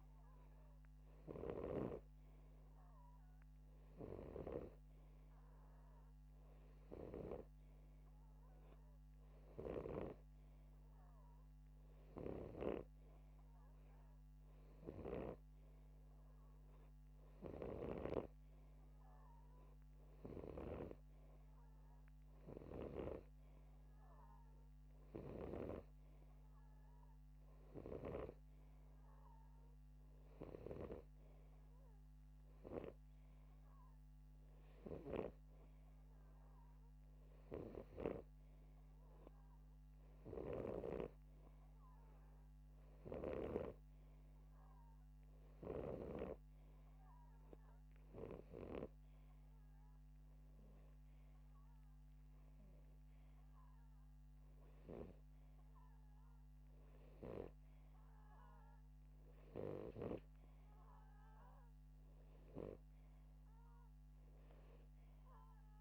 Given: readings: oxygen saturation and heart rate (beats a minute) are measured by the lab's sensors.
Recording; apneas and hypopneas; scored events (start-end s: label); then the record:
breathing in sleep by a microphone on the trachea; none
2.00-8.00 s: snoring (device-marked)
10.00-41.50 s: snoring (device-marked)
46.00-49.50 s: snoring (device-marked)
From the record:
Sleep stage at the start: N2 (light sleep); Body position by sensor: upright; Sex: male